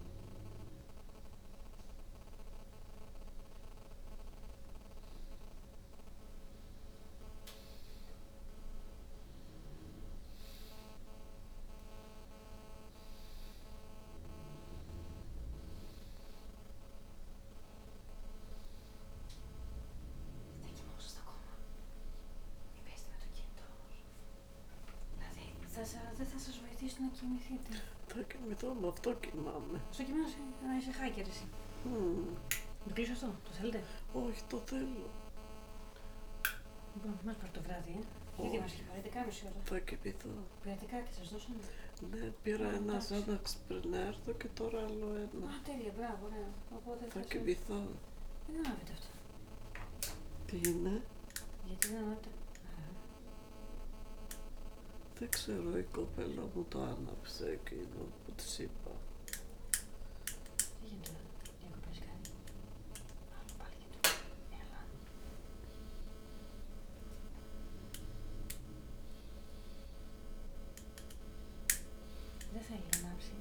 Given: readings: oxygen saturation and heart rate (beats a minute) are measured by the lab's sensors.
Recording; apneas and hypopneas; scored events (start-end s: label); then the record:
a person awake in a sleep study, by a room microphone; none
34.50-73.41 s: new sleep stage, awake
From the record:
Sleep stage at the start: N2 (light sleep); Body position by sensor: on the back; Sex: female